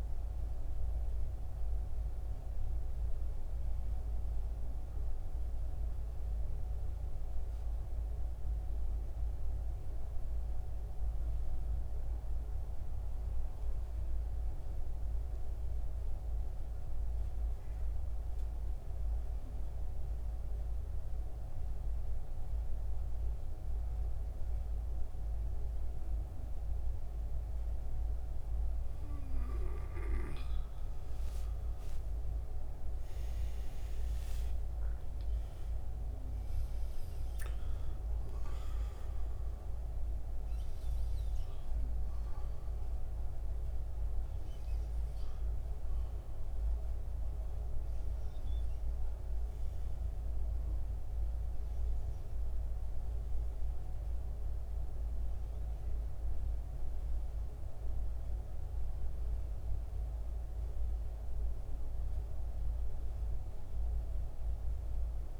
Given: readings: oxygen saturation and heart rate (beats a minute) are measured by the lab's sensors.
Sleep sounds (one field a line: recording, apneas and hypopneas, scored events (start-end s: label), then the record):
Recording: breathing in sleep, hard to hear, by a room microphone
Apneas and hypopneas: 1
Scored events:
0.00-17.00 s: oxygen desaturation (device-marked, oxygen 88% lowest, heart rate 66 extreme)
11.50-27.50 s: central apnea (oxygen 95% before, 87% lowest, heart rate 75 before, 66 extreme, up 12 after)
30.50-35.00 s: arousal
36.00-65.40 s: oxygen desaturation (device-marked, oxygen 95% before, 87% lowest, heart rate 68 before, 63 extreme)
From the record:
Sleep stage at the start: N2 (light sleep)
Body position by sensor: on the back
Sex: male